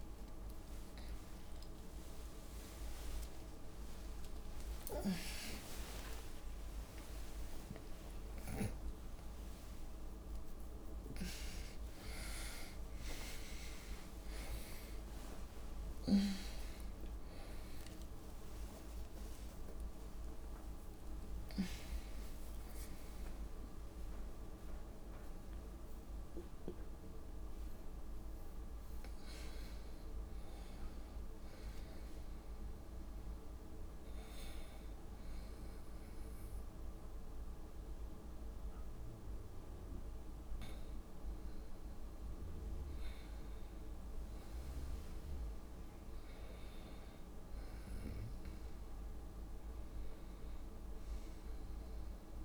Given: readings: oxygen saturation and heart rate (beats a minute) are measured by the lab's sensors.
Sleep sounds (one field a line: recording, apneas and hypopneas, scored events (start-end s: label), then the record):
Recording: a person awake in a sleep study, hard to hear, by a room microphone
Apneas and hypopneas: none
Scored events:
0.00-30.00 s: tachycardia (device-marked, heart rate 173 extreme)
1.00-3.00 s: long interval between heartbeats (device-marked, heart rate 133 before, 103 extreme)
5.00-7.00 s: long interval between heartbeats (device-marked, heart rate 136 before, 119 extreme)
8.00-9.00 s: drop in pulse transit time (device-marked, heart rate 132 before, 130 extreme)
10.50-12.50 s: long interval between heartbeats (device-marked, heart rate 129 before, 122 extreme)
13.00-15.00 s: long interval between heartbeats (device-marked, heart rate 127 before, 144 extreme)
15.00-17.00 s: long interval between heartbeats (device-marked, heart rate 129 before, 149 extreme)
17.00 s: drop in pulse transit time (device-marked)
17.50-19.50 s: long interval between heartbeats (device-marked, heart rate 130 before, 168 extreme)
19.50-21.50 s: long interval between heartbeats (device-marked, heart rate 133 before, 168 extreme)
21.00-37.00 s: drop in pulse transit time (device-marked, heart rate 137 before, 76 extreme)
28.50-30.50 s: long interval between heartbeats (device-marked, heart rate 144 before, 135 extreme)
49.00-52.45 s: oxygen desaturation (device-marked, oxygen 98% before, 92% lowest, heart rate 83 before, 67 extreme)
From the record:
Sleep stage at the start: awake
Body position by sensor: on the right side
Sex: female